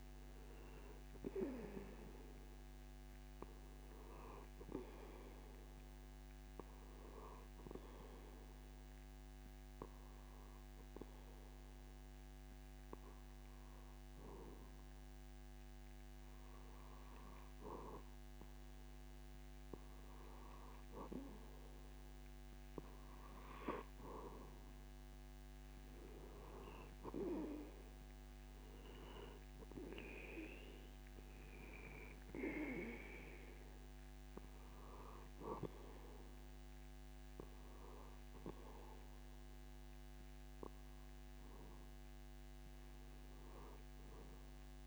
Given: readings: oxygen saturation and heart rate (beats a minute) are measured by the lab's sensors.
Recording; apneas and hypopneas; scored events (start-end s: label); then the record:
breathing in sleep by a microphone on the trachea; 1
5.50-21.00 s: hypopnea (oxygen 94% before, 91% lowest)
27.50-31.50 s: arousal
From the record:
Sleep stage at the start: N2 (light sleep); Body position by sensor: on the back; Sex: male